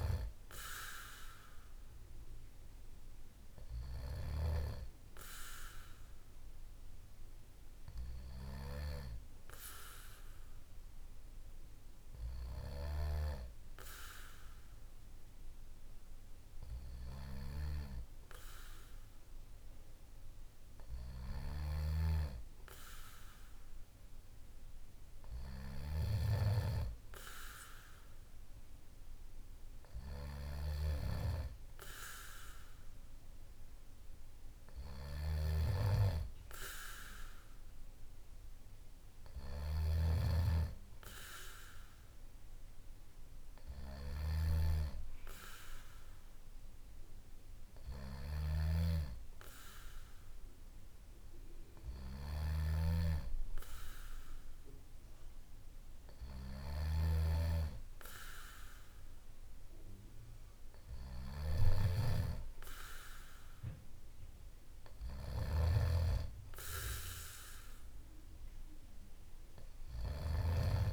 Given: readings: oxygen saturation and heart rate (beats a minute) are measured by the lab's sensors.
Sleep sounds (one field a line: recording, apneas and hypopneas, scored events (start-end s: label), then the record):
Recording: breathing in sleep by a room microphone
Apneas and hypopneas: none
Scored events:
none scored
From the record:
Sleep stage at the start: N2 (light sleep)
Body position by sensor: on the back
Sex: male